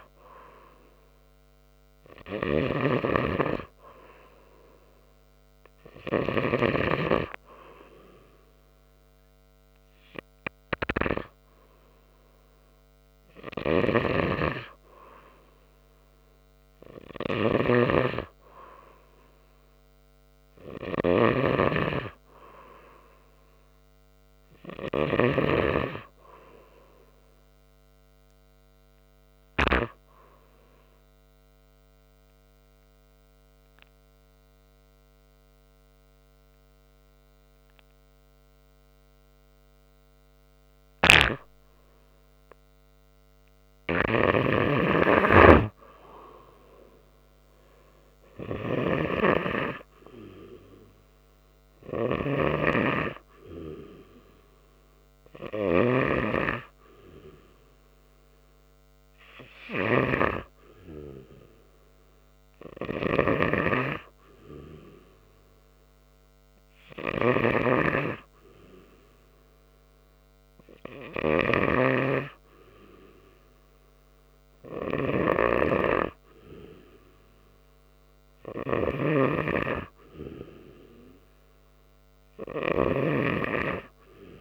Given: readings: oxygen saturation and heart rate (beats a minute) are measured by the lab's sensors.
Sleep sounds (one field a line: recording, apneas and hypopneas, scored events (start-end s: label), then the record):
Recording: breathing in sleep by a microphone on the trachea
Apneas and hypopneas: 1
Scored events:
26.50-29.50 s: arousal
31.50-45.00 s: obstructive apnea (oxygen 98% before, 94% lowest, heart rate 82 before, 75 extreme, up 0 after)
47.00-50.50 s: arousal
From the record:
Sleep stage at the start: N2 (light sleep)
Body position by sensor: on the right side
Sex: male